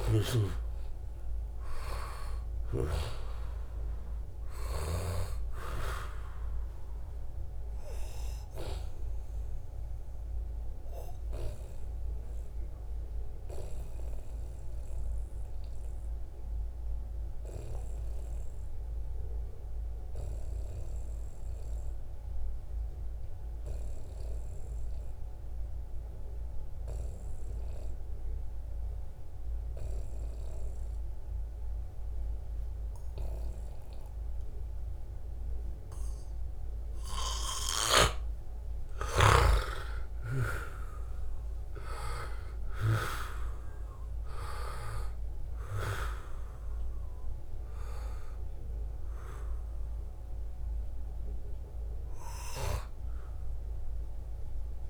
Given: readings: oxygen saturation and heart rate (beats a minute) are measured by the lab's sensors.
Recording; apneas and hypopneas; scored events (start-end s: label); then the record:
breathing in sleep by a room microphone; 1
2.00-21.00 s: oxygen desaturation (device-marked, oxygen 96% before, 92% lowest, heart rate 72 before, 67 extreme)
9.50-36.50 s: obstructive apnea (oxygen 97% before, 90% lowest, heart rate 74 before, 67 extreme, up 7 after)
34.00-54.90 s: oxygen desaturation (device-marked, oxygen 96% before, 90% lowest, heart rate 70 before, 70 extreme)
38.50-42.50 s: arousal
From the record:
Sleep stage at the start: N2 (light sleep); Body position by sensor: on the back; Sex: male